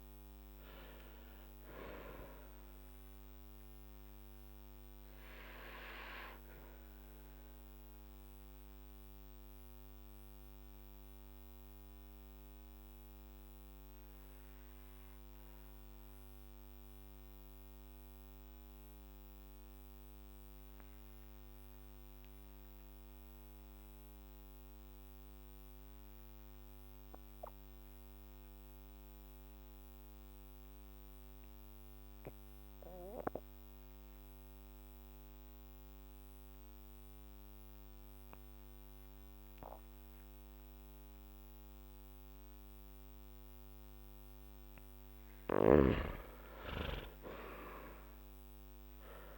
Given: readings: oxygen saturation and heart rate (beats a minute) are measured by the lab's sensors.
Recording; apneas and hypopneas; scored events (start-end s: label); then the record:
breathing in sleep by a microphone on the trachea; 1
3.50-43.50 s: obstructive apnea (oxygen 99% before, 92% lowest, heart rate 54 before, 48 extreme, up 10 after)
23.00-34.00 s: oxygen desaturation (device-marked, oxygen 97% before, 93% lowest, heart rate 53 before, 51 extreme)
47.00-49.38 s: arousal
From the record:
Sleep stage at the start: N2 (light sleep); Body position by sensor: on the back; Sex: male